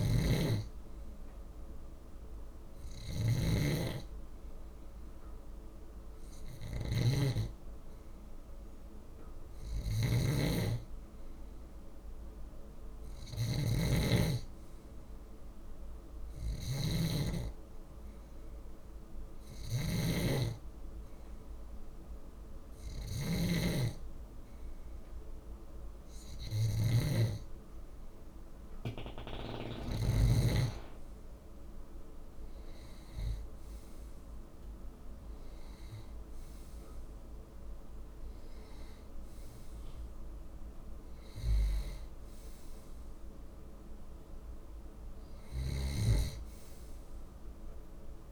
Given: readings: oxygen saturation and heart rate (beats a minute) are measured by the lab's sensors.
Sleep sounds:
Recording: breathing in sleep by a room microphone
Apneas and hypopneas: none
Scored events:
0.00-30.00 s: snoring (device-marked)
45.00-48.32 s: snoring (device-marked)
From the record:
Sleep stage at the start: N2 (light sleep)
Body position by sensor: on the left side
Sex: male

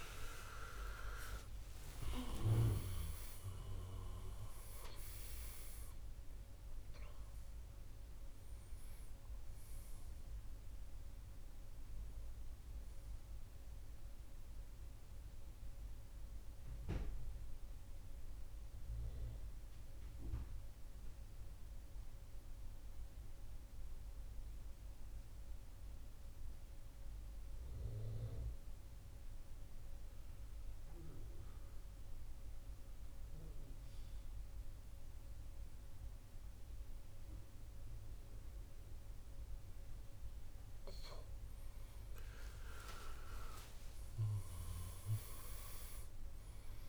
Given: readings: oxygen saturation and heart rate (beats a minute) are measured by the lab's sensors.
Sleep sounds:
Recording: breathing in sleep by a room microphone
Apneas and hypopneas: 1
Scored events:
0.00-4.50 s: arousal
21.50-40.50 s: mixed apnea (oxygen 96% before, 90% lowest, heart rate 74 before, 66 extreme, up 5 after)
37.00-46.89 s: oxygen desaturation (device-marked, oxygen 98% before, 90% lowest, heart rate 69 before, 66 extreme)
42.50-46.89 s: arousal
From the record:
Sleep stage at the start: N2 (light sleep)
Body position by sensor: on the back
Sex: male

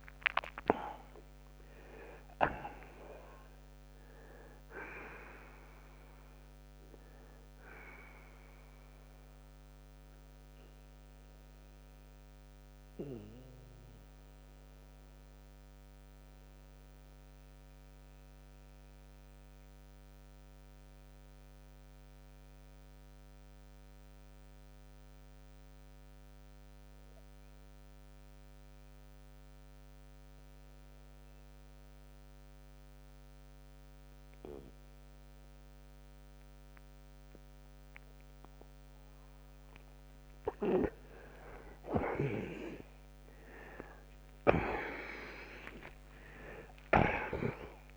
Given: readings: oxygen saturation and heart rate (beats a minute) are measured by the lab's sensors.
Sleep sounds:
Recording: breathing in sleep by a microphone on the trachea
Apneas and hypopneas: 1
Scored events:
7.50-40.50 s: oxygen desaturation (device-marked, oxygen 93% before, 84% lowest, heart rate 82 before, 65 extreme)
8.00-40.50 s: mixed apnea (oxygen 94% before, 82% lowest, heart rate 82 before, 65 extreme)
42.50-47.97 s: arousal
From the record:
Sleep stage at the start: N2 (light sleep)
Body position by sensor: on the right side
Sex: male

